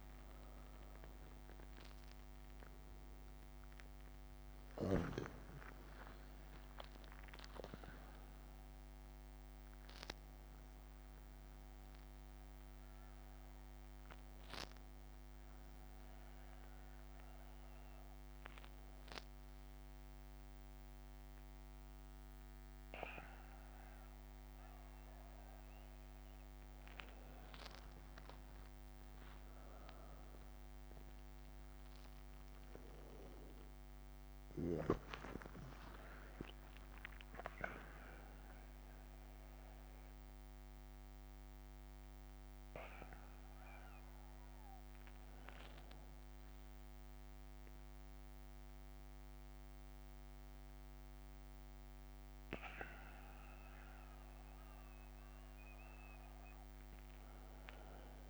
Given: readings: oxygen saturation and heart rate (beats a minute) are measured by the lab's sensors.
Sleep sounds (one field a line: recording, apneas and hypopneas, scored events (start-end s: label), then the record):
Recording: a person awake in a sleep study, by a microphone on the trachea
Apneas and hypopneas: none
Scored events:
0.00-3.50 s: drop in pulse transit time (device-marked)
From the record:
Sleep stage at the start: awake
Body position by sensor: on the right side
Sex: male